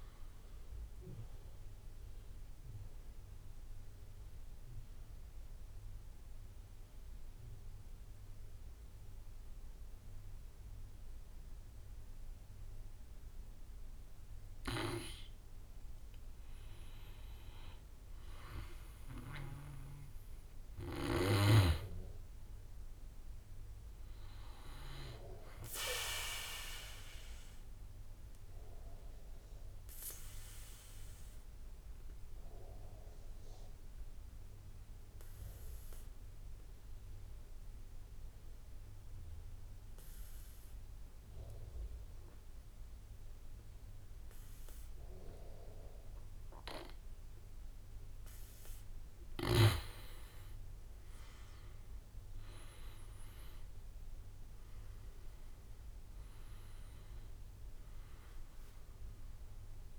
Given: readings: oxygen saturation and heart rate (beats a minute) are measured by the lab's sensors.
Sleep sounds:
breathing in sleep by a room microphone; 2
0.00-4.00 s: drop in pulse transit time (device-marked, heart rate 47 extreme)
0.00-6.00 s: oxygen desaturation (device-marked, oxygen 86% lowest, heart rate 46 extreme)
0.50-14.50 s: obstructive apnea (oxygen 99% before, 86% lowest, heart rate 60 before, 47 extreme, up 9 after)
16.50-19.50 s: arousal
25.00-38.00 s: oxygen desaturation (device-marked, oxygen 99% before, 90% lowest, heart rate 53 before, 47 extreme)
27.50-47.00 s: obstructive apnea (oxygen 99% before, 87% lowest, heart rate 53 before, 46 extreme, up 11 after)
43.00-59.98 s: oxygen desaturation (device-marked, oxygen 99% before, 87% lowest, heart rate 52 before, 46 extreme)
49.00-51.50 s: arousal
55.00-59.98 s: drop in pulse transit time (device-marked, heart rate 53 before, 53 extreme)
From the record:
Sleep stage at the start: N2 (light sleep); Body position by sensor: on the back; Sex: male

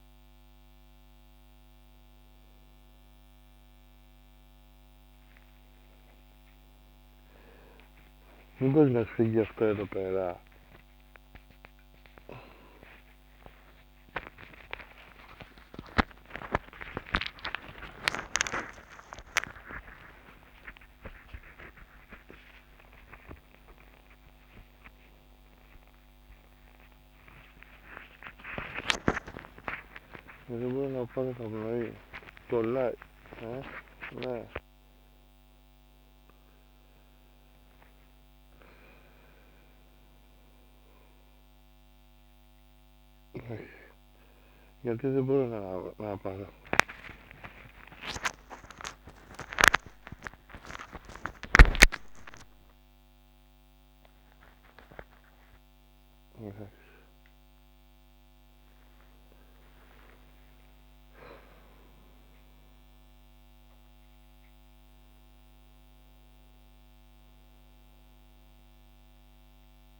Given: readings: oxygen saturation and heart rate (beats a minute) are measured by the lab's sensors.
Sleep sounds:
a person awake in a sleep study, by a microphone on the trachea; none
66.00-70.00 s: new sleep stage, N1 (lightest sleep)
From the record:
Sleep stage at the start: awake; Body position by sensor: on the back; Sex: male

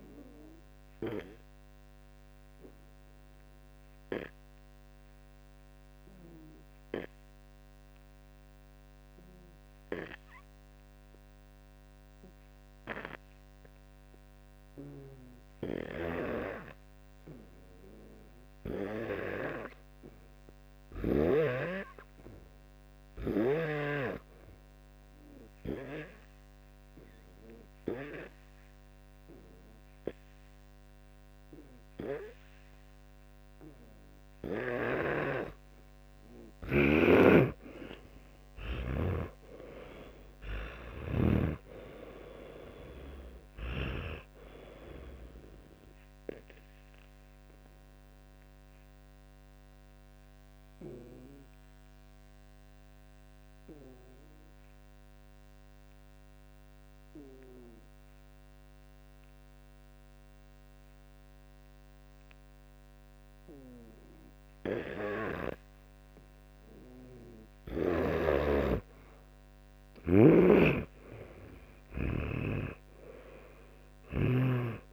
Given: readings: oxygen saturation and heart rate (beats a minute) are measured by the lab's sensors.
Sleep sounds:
breathing in sleep by a microphone on the trachea; 3
3.00-15.50 s: obstructive apnea (oxygen 91% before, 87% lowest, heart rate 69 before, 57 extreme, up 2 after)
18.00-21.00 s: arousal
22.00-29.00 s: oxygen desaturation (device-marked, oxygen 95% before, 90% lowest, heart rate 58 before, 60 extreme)
26.00-37.00 s: hypopnea (oxygen 95% before, 87% lowest, heart rate 59 before, 59 extreme, up 40 after)
31.00-60.00 s: oxygen desaturation (device-marked, oxygen 98% before, 87% lowest, heart rate 60 before, 57 extreme)
36.50-41.50 s: snoring (device-marked)
39.00-43.00 s: arousal
49.50-65.50 s: obstructive apnea (oxygen 98% before, 87% lowest, heart rate 75 before, 57 extreme, up 17 after)
68.50-72.00 s: arousal
70.00-74.50 s: snoring (device-marked)
From the record:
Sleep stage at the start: N2 (light sleep); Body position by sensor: on the back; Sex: male

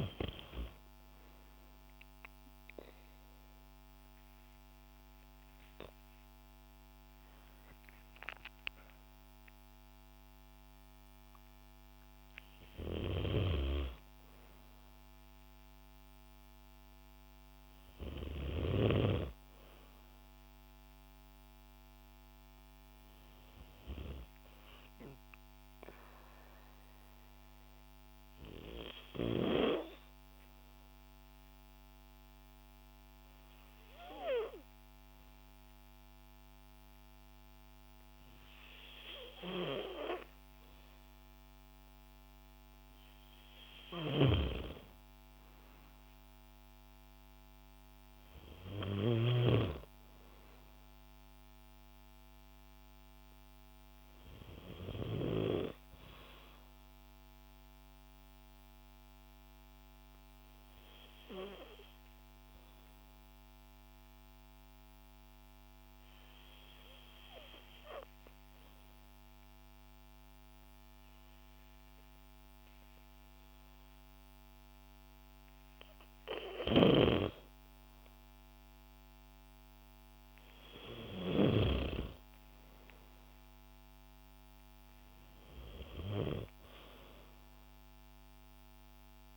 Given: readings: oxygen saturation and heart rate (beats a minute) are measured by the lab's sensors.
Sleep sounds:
breathing in sleep by a microphone on the trachea; 2
29.00-41.50 s: hypopnea (oxygen 94% before, 90% lowest, heart rate 60 before, 54 extreme, up 4 after)
43.50-49.00 s: snoring (device-marked)
45.00-48.50 s: arousal
45.00-66.00 s: oxygen desaturation (device-marked, oxygen 95% before, 91% lowest, heart rate 57 before, 54 extreme)
59.00-75.50 s: hypopnea (oxygen 95% before, 90% lowest, heart rate 58 before, 55 extreme, up 7 after)
78.50-82.00 s: arousal
80.00-89.37 s: oxygen desaturation (device-marked, oxygen 95% before, 90% lowest, heart rate 57 before, 55 extreme)
From the record:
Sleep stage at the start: N2 (light sleep); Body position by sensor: on the back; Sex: female

